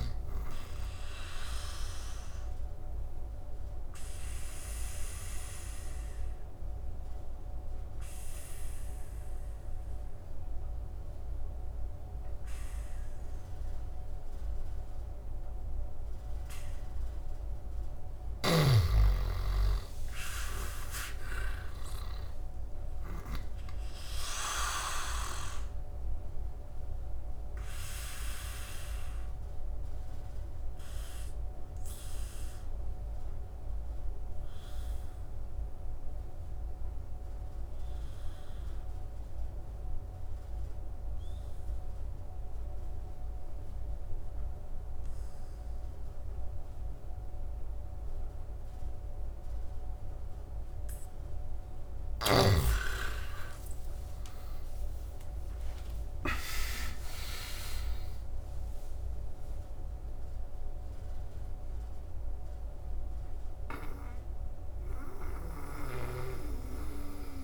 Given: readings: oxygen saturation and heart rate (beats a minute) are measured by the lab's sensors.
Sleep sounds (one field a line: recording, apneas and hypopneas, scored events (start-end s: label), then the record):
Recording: breathing in sleep by a room microphone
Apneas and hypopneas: 2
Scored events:
0.00-9.50 s: oxygen desaturation (device-marked, oxygen 90% lowest, heart rate 64 extreme)
2.50-16.00 s: obstructive apnea (oxygen 97% before, 84% lowest, heart rate 77 before, 65 extreme, up 16 after)
18.00-23.00 s: snoring (device-marked)
18.50-22.50 s: arousal
27.50-50.50 s: obstructive apnea (oxygen 97% before, 84% lowest, heart rate 73 before, 63 extreme, up 21 after)
28.50-45.50 s: oxygen desaturation (device-marked, oxygen 97% before, 86% lowest, heart rate 73 before, 63 extreme)
52.50-56.50 s: arousal
64.50-67.44 s: oxygen desaturation (device-marked, oxygen 92% before, 84% lowest, heart rate 76 before, 64 extreme)
65.50-67.44 s: snoring (device-marked)
From the record:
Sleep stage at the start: N2 (light sleep)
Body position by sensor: on the back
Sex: male